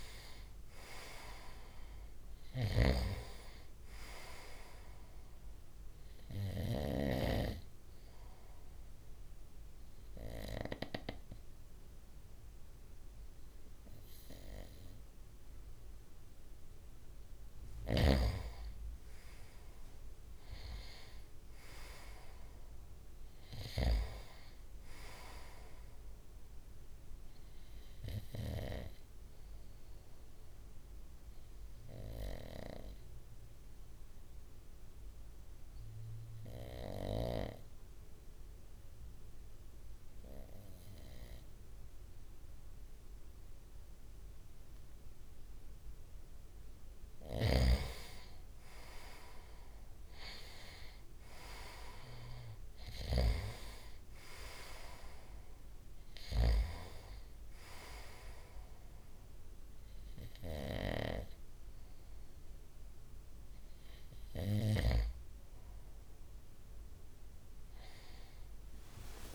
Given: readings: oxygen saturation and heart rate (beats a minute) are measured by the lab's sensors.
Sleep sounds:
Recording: breathing in sleep by a room microphone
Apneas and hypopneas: 2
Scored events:
0.00-15.00 s: oxygen desaturation (device-marked, oxygen 93% lowest, heart rate 57 extreme)
6.50-16.50 s: obstructive apnea (oxygen 97% before, 93% lowest, heart rate 62 before, 57 extreme, up 5 after)
18.50-23.00 s: arousal
27.50-45.50 s: obstructive apnea (oxygen 96% before, 93% lowest, heart rate 62 before, 58 extreme, up 6 after)
51.00-64.00 s: oxygen desaturation (device-marked, oxygen 96% before, 93% lowest, heart rate 60 before, 61 extreme)
67.00-69.35 s: new sleep stage, awake
From the record:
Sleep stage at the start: N2 (light sleep)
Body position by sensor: on the right side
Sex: male

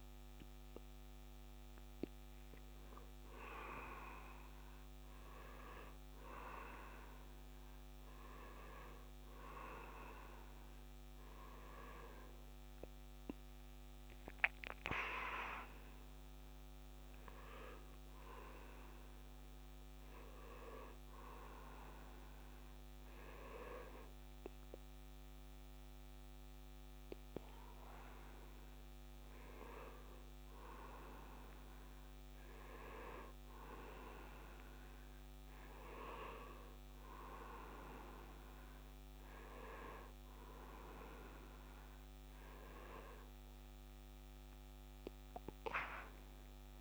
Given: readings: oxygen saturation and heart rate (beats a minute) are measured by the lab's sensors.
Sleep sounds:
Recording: breathing in sleep by a microphone on the trachea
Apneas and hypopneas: none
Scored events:
none scored
From the record:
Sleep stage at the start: N1 (lightest sleep)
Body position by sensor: on the right side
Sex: male

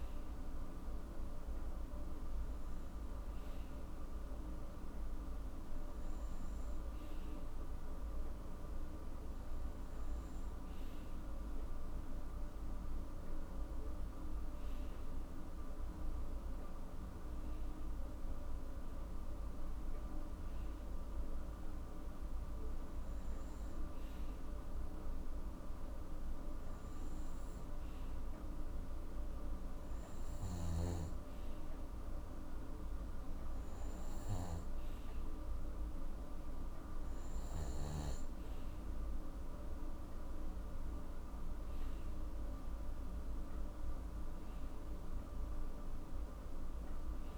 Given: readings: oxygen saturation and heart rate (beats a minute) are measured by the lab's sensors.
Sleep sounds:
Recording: breathing in sleep, hard to hear, by a room microphone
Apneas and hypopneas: none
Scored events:
none scored
From the record:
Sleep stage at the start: N2 (light sleep)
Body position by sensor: on the right side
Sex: male

